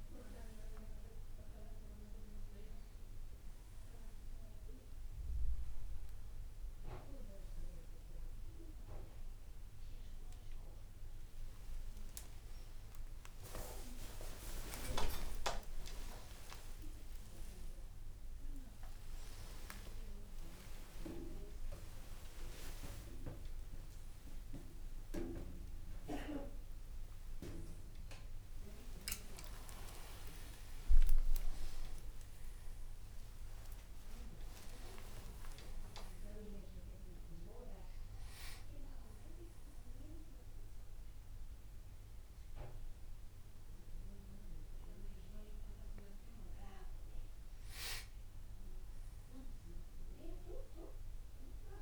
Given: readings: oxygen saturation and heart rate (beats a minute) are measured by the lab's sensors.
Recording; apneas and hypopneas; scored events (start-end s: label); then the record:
a person awake in a sleep study, by a room microphone; none
20.00-22.00 s: long interval between heartbeats (device-marked, heart rate 73 before, 67 extreme)
22.50-24.50 s: long interval between heartbeats (device-marked, heart rate 74 before, 67 extreme)
28.00-34.00 s: tachycardia (device-marked, heart rate 67 before, 109 extreme)
31.50-33.50 s: long interval between heartbeats (device-marked, heart rate 71 before, 102 extreme)
34.50-36.50 s: long interval between heartbeats (device-marked, heart rate 76 before, 115 extreme)
From the record:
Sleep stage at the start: awake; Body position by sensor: on the back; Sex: male